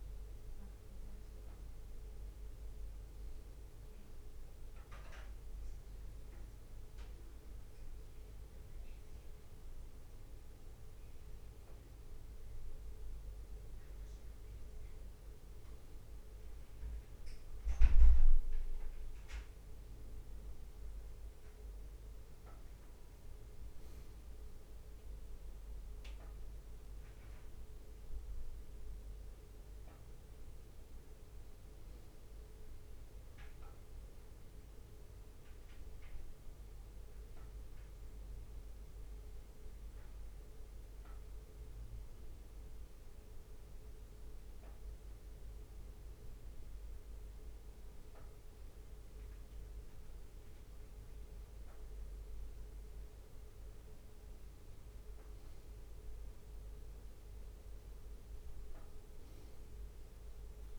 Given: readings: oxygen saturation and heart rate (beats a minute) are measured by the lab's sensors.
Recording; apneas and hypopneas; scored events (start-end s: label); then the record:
a person awake in a sleep study, hard to hear, by a room microphone; none
none scored
From the record:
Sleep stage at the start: awake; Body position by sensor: on the right side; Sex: male